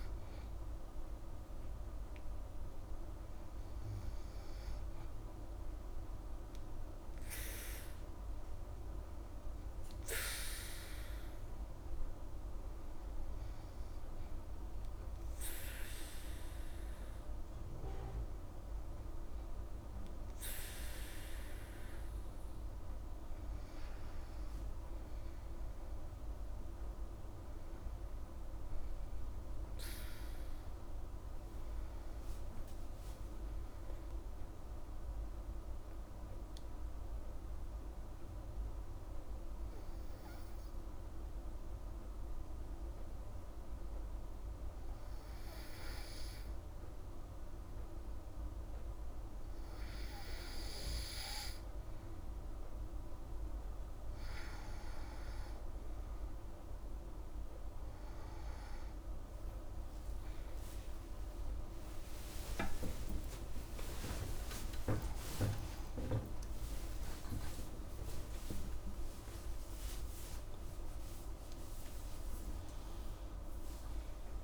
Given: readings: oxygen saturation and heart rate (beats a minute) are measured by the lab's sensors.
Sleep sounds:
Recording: breathing in sleep by a room microphone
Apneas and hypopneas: 1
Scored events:
31.00-34.00 s: arousal
36.00-51.00 s: hypopnea (oxygen 97% before, 93% lowest, heart rate 107 before, 68 extreme)
56.00-74.44 s: oxygen desaturation (device-marked, oxygen 98% before, 93% lowest, heart rate 100 before, 81 extreme)
60.00-74.44 s: new sleep stage, awake
From the record:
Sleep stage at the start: N2 (light sleep)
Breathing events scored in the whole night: 86 in 5.5 hours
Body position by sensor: on the back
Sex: female

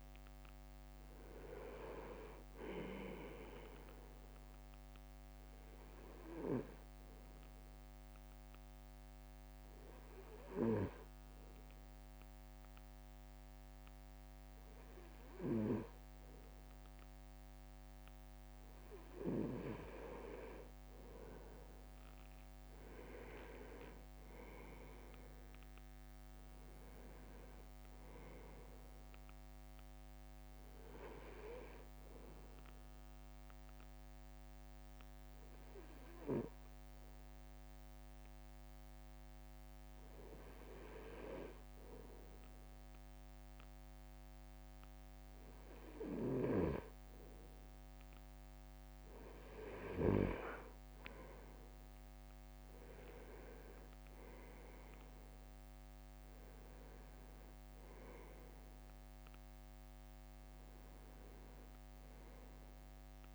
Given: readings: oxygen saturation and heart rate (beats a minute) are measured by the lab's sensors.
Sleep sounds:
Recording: breathing in sleep by a microphone on the trachea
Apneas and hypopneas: 2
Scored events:
0.00-7.50 s: drop in pulse transit time (device-marked, heart rate 52 extreme)
7.00-19.50 s: hypopnea (oxygen 98% before, 96% lowest, heart rate 56 before, 53 extreme, up 5 after)
20.50-23.50 s: leg movement (device-marked)
22.50-35.50 s: drop in pulse transit time (device-marked, heart rate 55 before, 53 extreme)
23.50-28.00 s: arousal
34.50-48.00 s: hypopnea (oxygen 98% before, 96% lowest, heart rate 58 before, 53 extreme, up 6 after)
51.00-54.00 s: leg movement (device-marked)
52.50-63.34 s: drop in pulse transit time (device-marked, heart rate 55 before, 57 extreme)
55.00-59.50 s: arousal
From the record:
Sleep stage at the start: N2 (light sleep)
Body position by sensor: on the right side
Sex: male

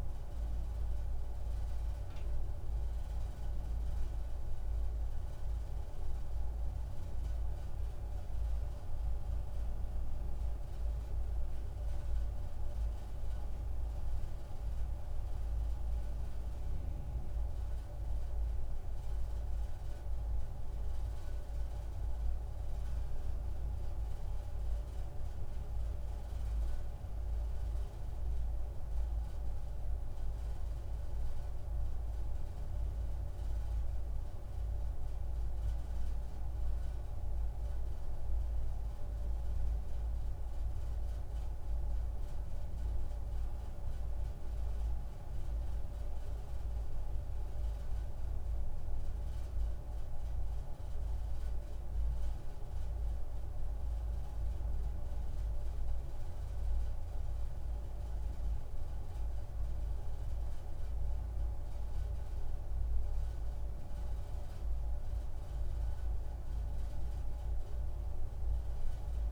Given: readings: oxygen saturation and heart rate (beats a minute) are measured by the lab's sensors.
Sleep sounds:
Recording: breathing in sleep, hard to hear, by a room microphone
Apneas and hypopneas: none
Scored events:
43.00-69.32 s: new sleep stage, N2 (light sleep)
From the record:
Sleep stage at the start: N1 (lightest sleep)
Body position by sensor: on the back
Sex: male

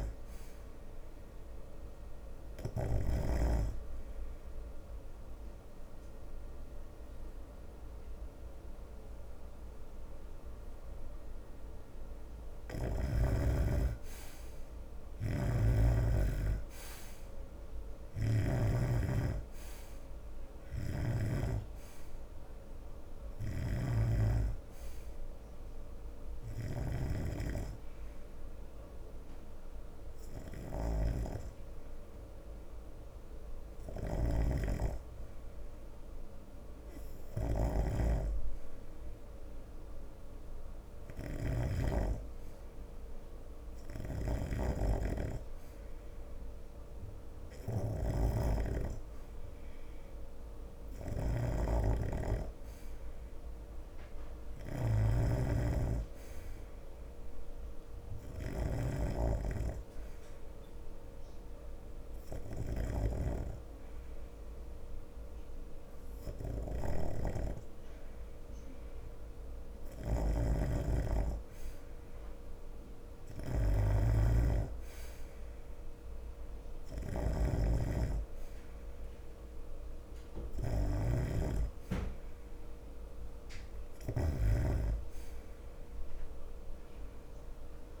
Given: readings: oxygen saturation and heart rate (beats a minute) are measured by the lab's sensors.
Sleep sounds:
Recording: breathing in sleep by a room microphone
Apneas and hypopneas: 3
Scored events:
0.00-3.50 s: snoring (device-marked)
5.00-15.00 s: obstructive apnea (oxygen 91% before, 88% lowest, heart rate 79 before, 71 extreme, up 6 after)
13.00-19.50 s: snoring (device-marked)
17.50-20.50 s: arousal
24.00-85.00 s: snoring (device-marked)
27.50-38.50 s: hypopnea (oxygen 92% before, 88% lowest, heart rate 79 before, 71 extreme, up 10 after)
42.50-46.00 s: arousal
59.00-70.50 s: hypopnea (oxygen 93% before, 88% lowest, heart rate 79 before, 71 extreme, up 4 after)
72.00-88.00 s: oxygen desaturation (device-marked, oxygen 92% before, 88% lowest, heart rate 76 before, 72 extreme)
72.50-76.00 s: arousal
From the record:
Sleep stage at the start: N2 (light sleep)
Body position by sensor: on the right side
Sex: male

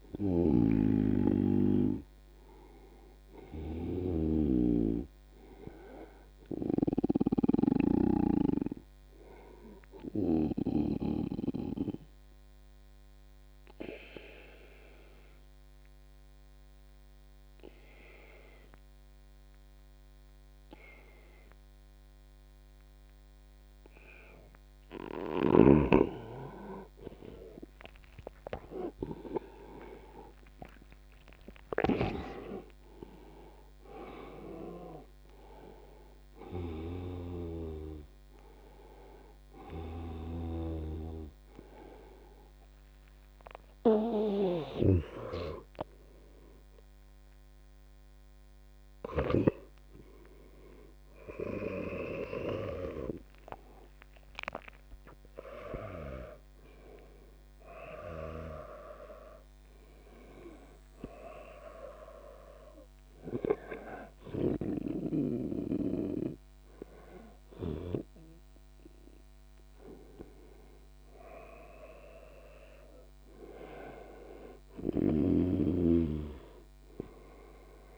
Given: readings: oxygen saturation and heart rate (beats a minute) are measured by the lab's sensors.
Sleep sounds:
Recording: a person partly awake in a sleep study, by a microphone on the trachea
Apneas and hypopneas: 1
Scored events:
0.00-8.00 s: snoring (device-marked)
9.50-25.50 s: obstructive apnea (oxygen 97% before, 87% lowest, heart rate 87 before, 74 extreme, up 16 after)
24.50-50.50 s: oxygen desaturation (device-marked, oxygen 97% before, 87% lowest, heart rate 88 before, 84 extreme)
26.50-56.50 s: new sleep stage, awake
41.50-48.50 s: tachycardia (device-marked, heart rate 86 before, 115 extreme)
56.50-77.98 s: new sleep stage, N1 (lightest sleep)
From the record:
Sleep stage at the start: N2 (light sleep)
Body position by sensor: on the back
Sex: male

